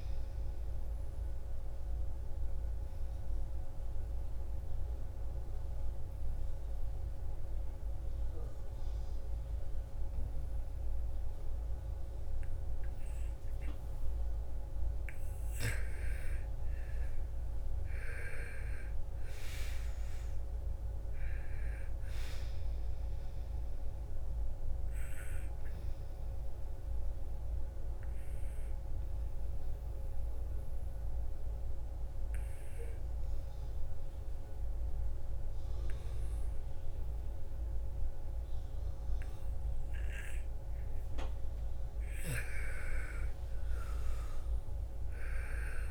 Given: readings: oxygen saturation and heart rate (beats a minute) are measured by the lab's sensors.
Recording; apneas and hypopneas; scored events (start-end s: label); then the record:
breathing in sleep by a room microphone; 2
0.00-10.00 s: oxygen desaturation (device-marked, oxygen 90% lowest, heart rate 54 extreme)
2.00-15.00 s: obstructive apnea (oxygen 98% before, 88% lowest, heart rate 59 before, 53 extreme, up 10 after)
16.00-20.50 s: arousal
18.00-34.00 s: oxygen desaturation (device-marked, oxygen 98% before, 88% lowest, heart rate 58 before, 52 extreme)
25.00-40.50 s: obstructive apnea (oxygen 98% before, 88% lowest, heart rate 58 before, 52 extreme, up 13 after)
42.00-45.91 s: arousal
From the record:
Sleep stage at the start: N2 (light sleep); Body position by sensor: on the back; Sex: female